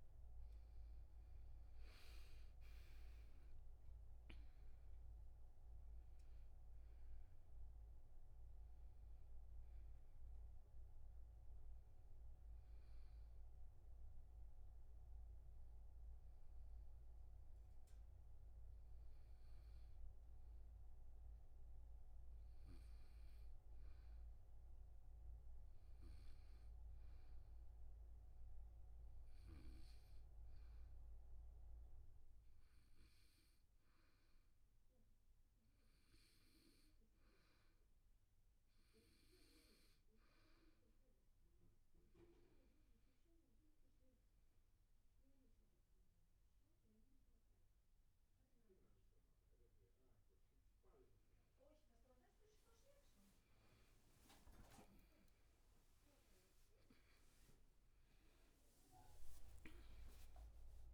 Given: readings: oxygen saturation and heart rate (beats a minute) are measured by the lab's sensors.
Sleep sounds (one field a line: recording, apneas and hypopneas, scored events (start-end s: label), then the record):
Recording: breathing in sleep, hard to hear, by a room microphone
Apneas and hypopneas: 1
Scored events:
1.50-5.50 s: arousal
6.50-23.50 s: oxygen desaturation (device-marked, oxygen 95% before, 92% lowest, heart rate 83 before, 77 extreme)
27.00-38.50 s: hypopnea (oxygen 99% before, 92% lowest, heart rate 82 before, 79 extreme, up 4 after)
35.50-60.94 s: oxygen desaturation (device-marked, oxygen 99% before, 92% lowest, heart rate 79 before, 73 extreme)
55.50-60.50 s: arousal
From the record:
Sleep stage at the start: N2 (light sleep)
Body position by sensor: on the back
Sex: male